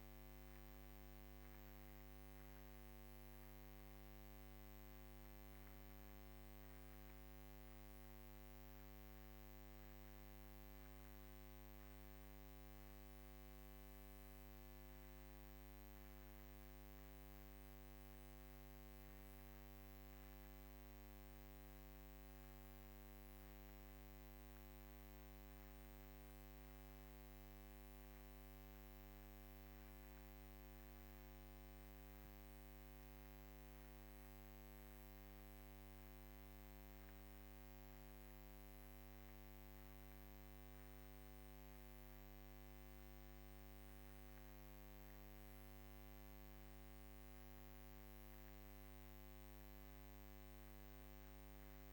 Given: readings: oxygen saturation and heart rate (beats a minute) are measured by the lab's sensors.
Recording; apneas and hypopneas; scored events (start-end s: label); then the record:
breathing in sleep, hard to hear, by a microphone on the trachea; none
37.50-42.00 s: arousal
From the record:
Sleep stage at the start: N2 (light sleep); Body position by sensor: on the back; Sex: female